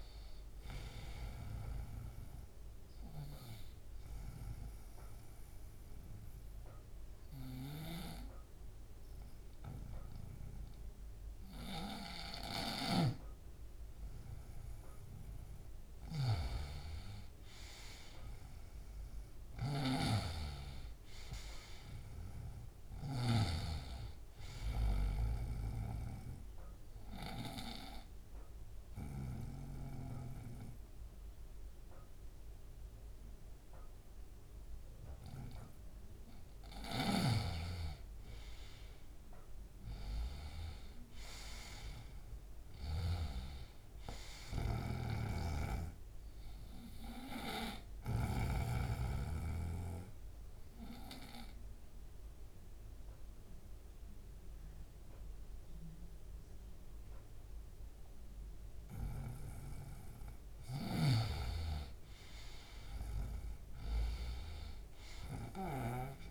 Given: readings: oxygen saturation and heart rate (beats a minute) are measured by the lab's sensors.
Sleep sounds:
breathing in sleep by a room microphone; 3
0.00-20.00 s: oxygen desaturation (device-marked, oxygen 88% lowest, heart rate 69 extreme)
4.00-14.50 s: obstructive apnea (oxygen 98% before, 88% lowest, heart rate 72 before, 69 extreme, up 4 after)
18.00-22.00 s: arousal
19.50-23.50 s: snoring (device-marked)
25.50-36.50 s: obstructive apnea (oxygen 98% before, 91% lowest, heart rate 72 before, 69 extreme, up 5 after)
26.00-41.00 s: oxygen desaturation (device-marked, oxygen 98% before, 93% lowest, heart rate 72 before, 69 extreme)
36.50-43.00 s: snoring (device-marked)
39.00-43.00 s: arousal
45.00-48.50 s: snoring (device-marked)
47.00-64.00 s: oxygen desaturation (device-marked, oxygen 97% before, 91% lowest, heart rate 72 before, 72 extreme)
47.50-60.00 s: obstructive apnea (oxygen 98% before, 91% lowest, heart rate 72 before, 72 extreme, up 2 after)
60.50-66.31 s: snoring (device-marked)
63.00-66.31 s: arousal
From the record:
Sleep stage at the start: N2 (light sleep); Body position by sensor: on the right side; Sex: male

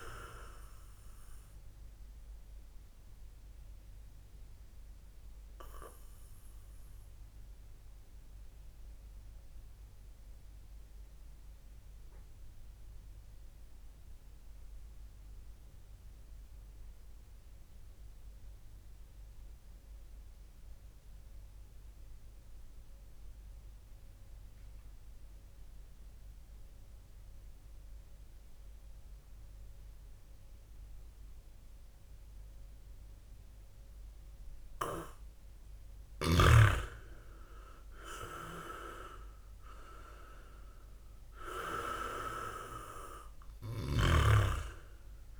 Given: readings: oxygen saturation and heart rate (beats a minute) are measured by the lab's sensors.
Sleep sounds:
breathing in sleep by a room microphone; 1
1.50-34.50 s: obstructive apnea (oxygen 99% before, 96% lowest, heart rate 67 before, 55 extreme, up 6 after)
37.50-42.00 s: arousal
From the record:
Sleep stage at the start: N2 (light sleep); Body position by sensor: on the back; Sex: male

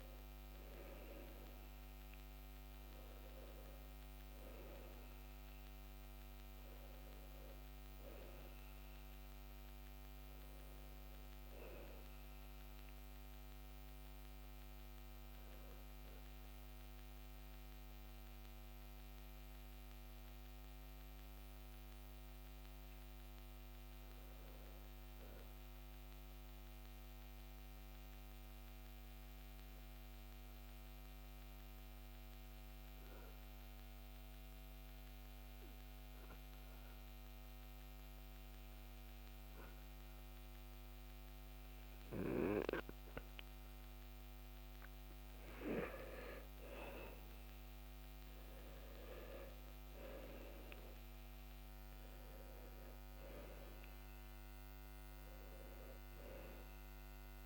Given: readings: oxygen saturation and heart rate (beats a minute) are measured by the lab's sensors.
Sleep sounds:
breathing in sleep by a microphone on the trachea; 1
0.00-30.50 s: oxygen desaturation (device-marked, oxygen 87% lowest, heart rate 57 extreme)
27.50-44.50 s: obstructive apnea (oxygen 94% before, 90% lowest, heart rate 63 before, 58 extreme, up 14 after)
46.50-57.46 s: oxygen desaturation (device-marked, oxygen 98% before, 90% lowest, heart rate 59 before, 58 extreme)
47.00-51.50 s: arousal
From the record:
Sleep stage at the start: N2 (light sleep); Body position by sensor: on the back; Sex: male

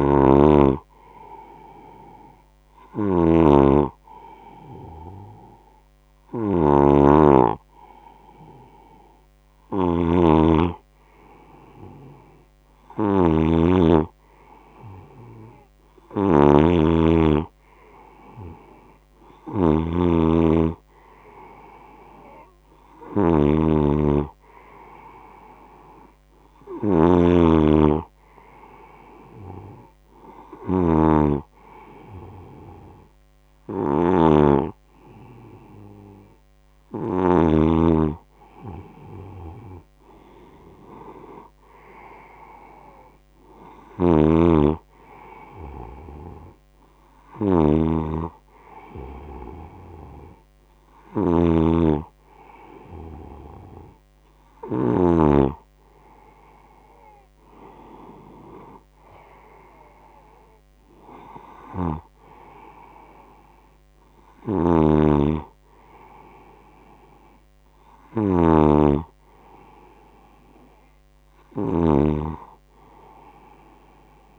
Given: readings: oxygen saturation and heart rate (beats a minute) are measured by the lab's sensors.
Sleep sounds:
breathing in sleep by a microphone on the trachea; none
0.00-9.50 s: oxygen desaturation (device-marked, oxygen 91% lowest, heart rate 69 extreme)
0.00-37.00 s: snoring (device-marked)
43.50-54.50 s: snoring (device-marked)
64.00-74.39 s: snoring (device-marked)
From the record:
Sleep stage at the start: N2 (light sleep); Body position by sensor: on the right side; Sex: male

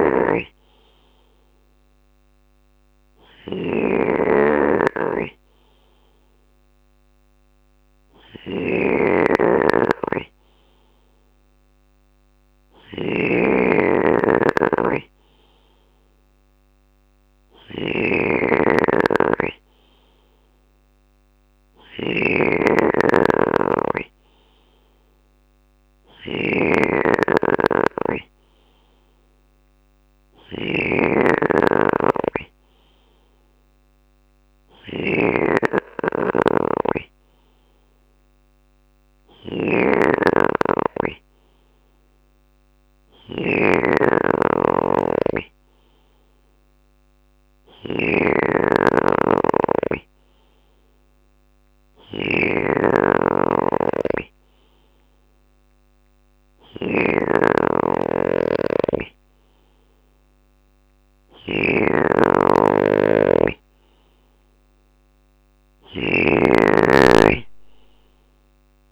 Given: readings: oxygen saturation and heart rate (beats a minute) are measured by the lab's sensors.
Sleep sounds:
breathing in sleep by a microphone on the trachea; none
0.00-18.50 s: bradycardia (device-marked, heart rate 58 extreme)
0.00-65.50 s: snoring (device-marked)
28.50-65.50 s: bradycardia (device-marked, heart rate 58 before, 56 extreme)
65.50-68.92 s: drop in pulse transit time (device-marked, heart rate 57 before, 56 extreme)
From the record:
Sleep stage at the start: N2 (light sleep); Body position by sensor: on the left side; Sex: male

